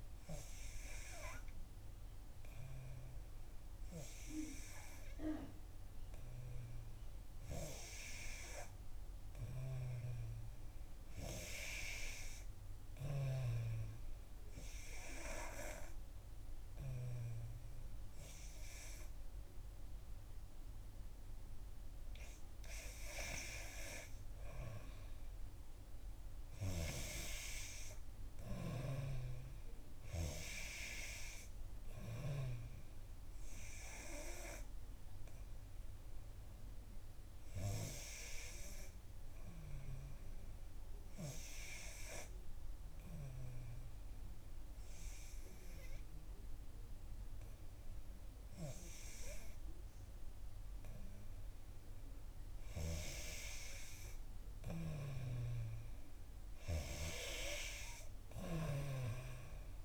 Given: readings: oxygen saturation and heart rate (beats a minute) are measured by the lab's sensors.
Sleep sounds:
breathing in sleep by a room microphone; 2
0.00-4.50 s: arousal
14.50-26.00 s: hypopnea (oxygen 94% before, 88% lowest, heart rate 65 before, 63 extreme, up 1 after)
28.50-33.00 s: arousal
38.50-40.50 s: long interval between heartbeats (device-marked, heart rate 66 before, 65 extreme)
39.50-51.50 s: hypopnea (oxygen 92% before, 88% lowest, heart rate 66 before, 62 extreme, up 1 after)
53.50-58.50 s: arousal
From the record:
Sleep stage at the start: N3 (deep sleep); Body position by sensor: on the back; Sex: female

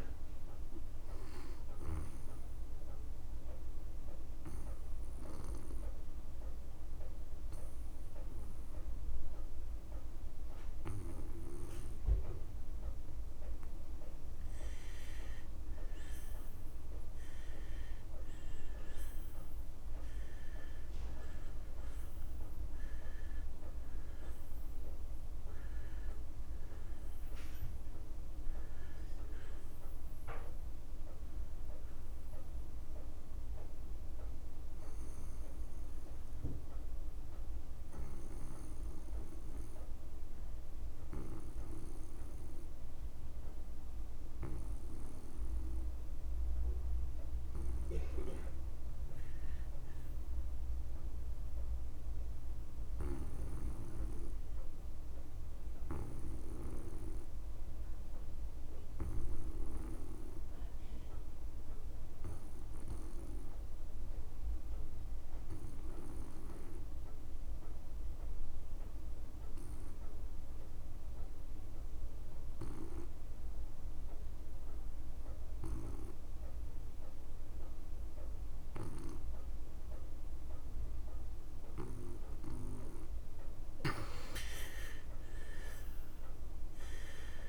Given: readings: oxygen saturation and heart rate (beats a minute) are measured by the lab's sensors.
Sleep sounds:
breathing in sleep by a room microphone; 3
0.00-16.50 s: oxygen desaturation (device-marked, oxygen 87% lowest)
1.50-15.00 s: obstructive apnea (oxygen 99% before, 84% lowest)
9.00-11.00 s: long interval between heartbeats (device-marked)
17.00-21.00 s: arousal
22.50-44.50 s: oxygen desaturation (device-marked, oxygen 92% before, 84% lowest)
34.50-47.00 s: obstructive apnea (oxygen 93% before, 76% lowest)
36.00-38.00 s: long interval between heartbeats (device-marked)
49.50-52.00 s: arousal
54.50-83.00 s: obstructive apnea (oxygen 98% before, 74% lowest)
58.50-87.49 s: oxygen desaturation (device-marked, oxygen 98% before, 74% lowest)
65.50-67.50 s: long interval between heartbeats (device-marked)
75.00-77.00 s: long interval between heartbeats (device-marked)
86.00-87.49 s: arousal
From the record:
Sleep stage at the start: N2 (light sleep); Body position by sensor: on the back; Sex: male

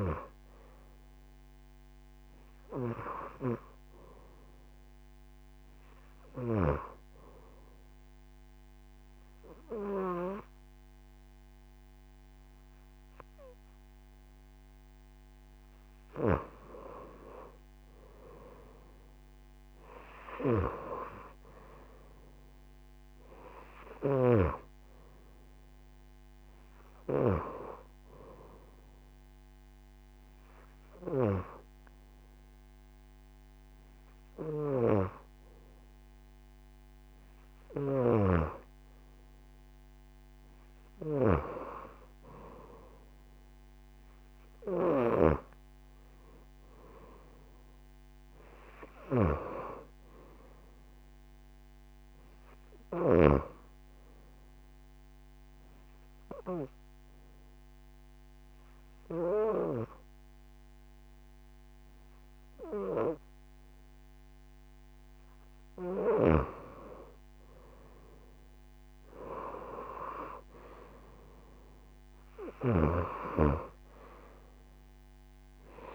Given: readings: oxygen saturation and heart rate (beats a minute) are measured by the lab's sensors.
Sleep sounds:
breathing in sleep by a microphone on the trachea; 3
0.00-10.00 s: oxygen desaturation (device-marked, oxygen 88% lowest)
7.00-17.00 s: obstructive apnea (oxygen 93% before, 88% lowest)
19.00-22.50 s: arousal
23.00-38.00 s: oxygen desaturation (device-marked, oxygen 93% before, 88% lowest)
28.00-38.50 s: hypopnea (oxygen 93% before, 88% lowest)
40.50-44.00 s: arousal
47.00-56.00 s: oxygen desaturation (device-marked, oxygen 94% before, 90% lowest)
55.00-66.50 s: obstructive apnea (oxygen 94% before, 87% lowest)
68.00-71.50 s: arousal
72.00-75.95 s: oxygen desaturation (device-marked, oxygen 93% before, 88% lowest)
72.50-75.95 s: snoring (device-marked)
From the record:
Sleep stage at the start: N2 (light sleep); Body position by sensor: on the right side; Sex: female

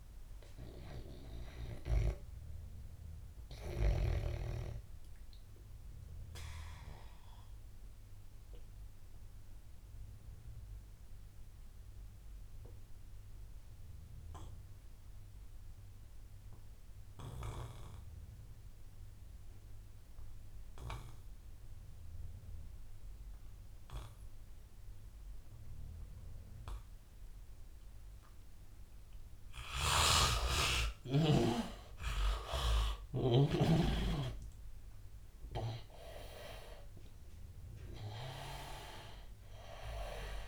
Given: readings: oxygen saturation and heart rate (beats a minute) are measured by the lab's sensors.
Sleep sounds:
breathing in sleep by a room microphone; 1
0.00-2.00 s: snoring (device-marked)
0.00-14.50 s: oxygen desaturation (device-marked, oxygen 80% lowest, heart rate 79 extreme)
1.00-28.50 s: obstructive apnea (oxygen 100% before, 79% lowest, heart rate 93 before, 79 extreme, up 11 after)
22.50-40.48 s: oxygen desaturation (device-marked, oxygen 100% before, 79% lowest, heart rate 89 before, 85 extreme)
30.00-33.50 s: snoring (device-marked)
31.00-35.00 s: arousal
From the record:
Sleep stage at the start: N2 (light sleep); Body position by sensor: on the back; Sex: male

